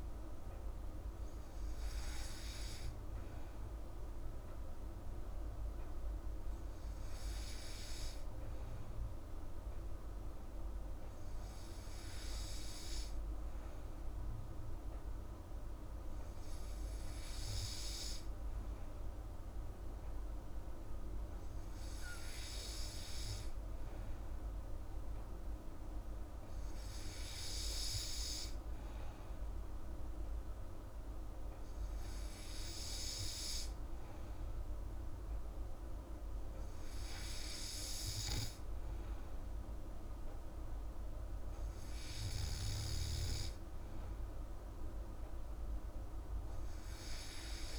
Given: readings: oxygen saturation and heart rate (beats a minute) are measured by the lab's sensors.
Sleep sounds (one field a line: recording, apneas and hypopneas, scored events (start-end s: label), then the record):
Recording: breathing in sleep, hard to hear, by a room microphone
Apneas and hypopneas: none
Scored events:
none scored
From the record:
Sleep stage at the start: N2 (light sleep)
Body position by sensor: on the back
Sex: female